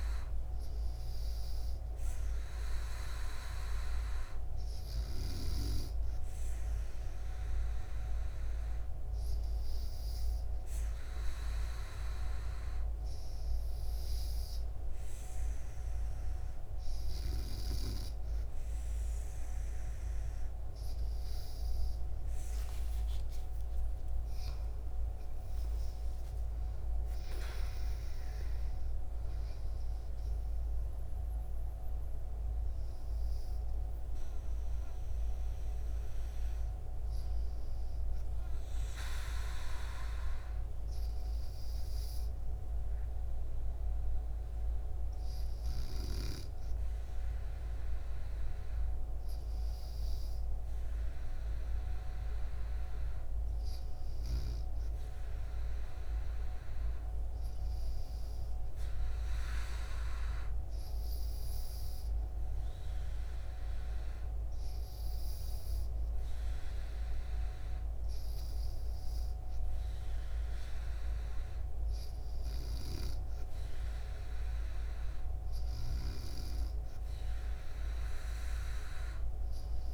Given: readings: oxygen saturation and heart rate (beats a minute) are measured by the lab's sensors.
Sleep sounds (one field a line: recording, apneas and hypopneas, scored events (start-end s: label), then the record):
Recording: breathing in sleep, hard to hear, by a room microphone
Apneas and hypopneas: 2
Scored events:
8.50-20.00 s: hypopnea (oxygen 96% before, 95% lowest, heart rate 72 before, 69 extreme, up 19 after)
23.00-26.50 s: arousal
58.50-70.50 s: hypopnea (oxygen 97% before, 94% lowest, heart rate 71 before, 69 extreme, up 2 after)
72.50-76.00 s: arousal
From the record:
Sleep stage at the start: N2 (light sleep)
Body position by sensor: on the back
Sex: female